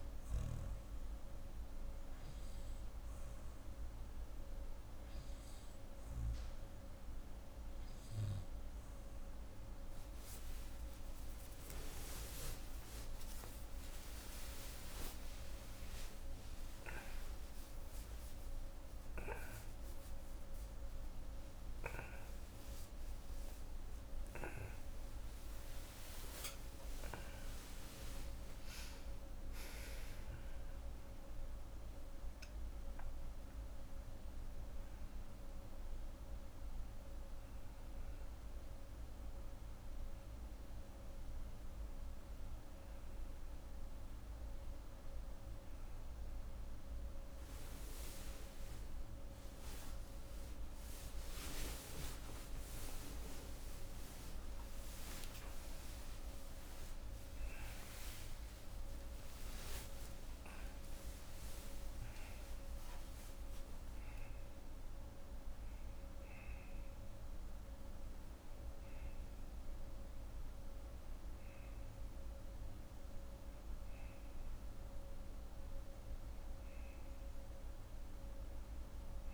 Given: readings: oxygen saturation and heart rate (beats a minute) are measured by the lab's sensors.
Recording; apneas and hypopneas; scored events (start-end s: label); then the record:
a person awake in a sleep study, by a room microphone; none
1.50-61.50 s: new sleep stage, awake
61.50-65.50 s: oxygen desaturation (device-marked, oxygen 96% before, 91% lowest, heart rate 152 before, 163 extreme)
61.50-79.34 s: new sleep stage, N1 (lightest sleep)
From the record:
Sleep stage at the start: N2 (light sleep); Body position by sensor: on the right side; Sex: female